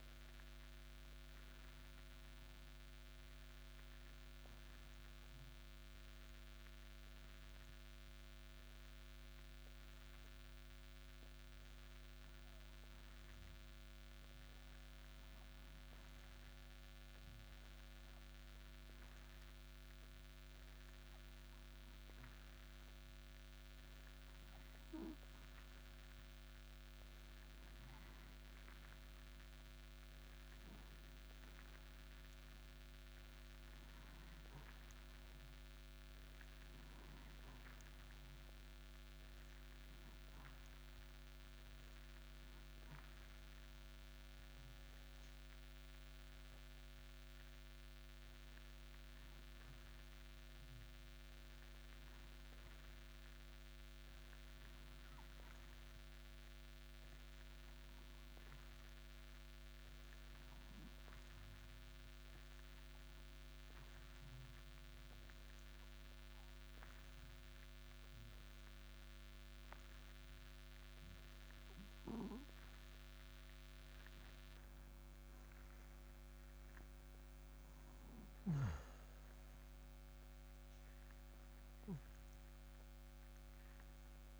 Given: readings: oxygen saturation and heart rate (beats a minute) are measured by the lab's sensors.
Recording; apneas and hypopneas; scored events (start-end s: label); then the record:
breathing in sleep, hard to hear, by a microphone on the trachea; 2
7.00-25.50 s: hypopnea (oxygen 93% before, 90% lowest, heart rate 64 before, 60 extreme, up 2 after)
33.00-37.00 s: arousal
41.50-72.50 s: oxygen desaturation (device-marked, oxygen 95% before, 90% lowest, heart rate 63 before, 60 extreme)
56.50-60.50 s: arousal
64.00-75.00 s: obstructive apnea (oxygen 95% before, 88% lowest, heart rate 63 before, 62 extreme, up 14 after)
76.50-81.00 s: arousal
From the record:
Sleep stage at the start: N2 (light sleep); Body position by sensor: on the back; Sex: male